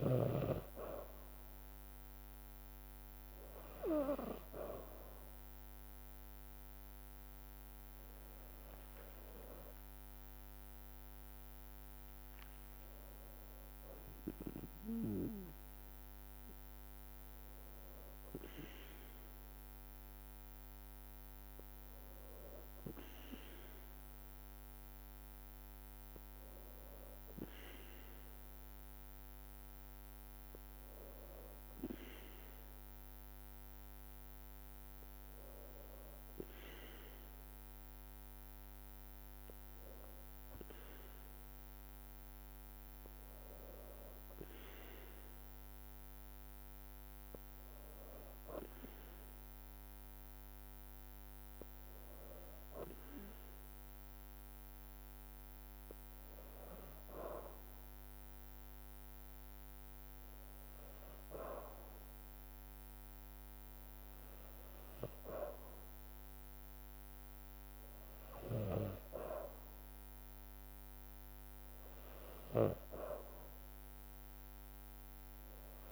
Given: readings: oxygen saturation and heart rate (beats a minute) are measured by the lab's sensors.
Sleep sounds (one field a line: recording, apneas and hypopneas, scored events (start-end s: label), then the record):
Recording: breathing in sleep by a microphone on the trachea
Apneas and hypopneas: 1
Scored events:
1.00-30.00 s: oxygen desaturation (device-marked, oxygen 95% before, 92% lowest, heart rate 56 before, 53 extreme)
2.00-7.50 s: arousal
10.00-25.00 s: drop in pulse transit time (device-marked, heart rate 57 before, 54 extreme)
35.00-46.50 s: hypopnea (oxygen 95% before, 94% lowest, heart rate 55 before, 54 extreme, up 2 after)
From the record:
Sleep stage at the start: N2 (light sleep)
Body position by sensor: on the back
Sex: female